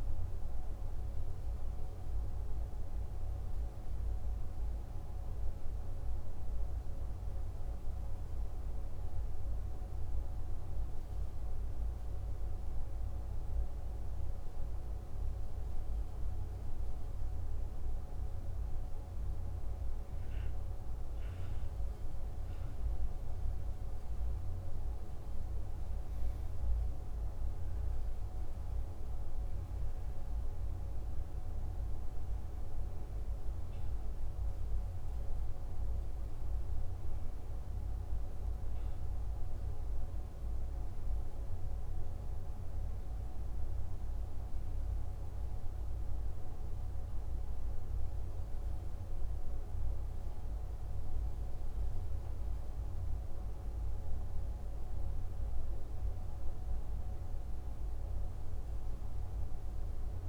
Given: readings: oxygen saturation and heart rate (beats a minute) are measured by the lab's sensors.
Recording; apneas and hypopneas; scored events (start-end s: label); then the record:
breathing in sleep, hard to hear, by a room microphone; none
none scored
From the record:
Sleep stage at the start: N2 (light sleep); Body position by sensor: on the back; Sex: male